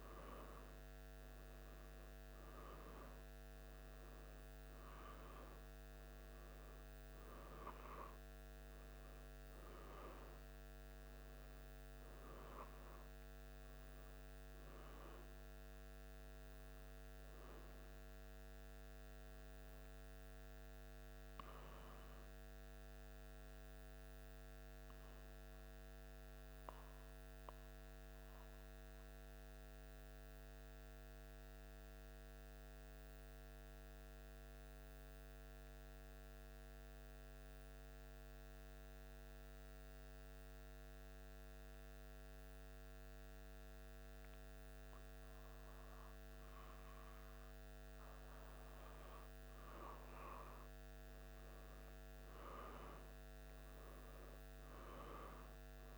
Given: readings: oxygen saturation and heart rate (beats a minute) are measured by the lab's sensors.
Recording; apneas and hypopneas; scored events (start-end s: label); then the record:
breathing in sleep, hard to hear, by a microphone on the trachea; 1
0.00-13.00 s: oxygen desaturation (device-marked, oxygen 92% lowest, heart rate 74 extreme)
21.00-45.50 s: central apnea (oxygen 95% before, 93% lowest, heart rate 77 before, 76 extreme, up 1 after)
22.00-55.98 s: new sleep stage, N2 (light sleep)
47.50-50.50 s: arousal
From the record:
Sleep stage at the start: N1 (lightest sleep); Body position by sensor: on the back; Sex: male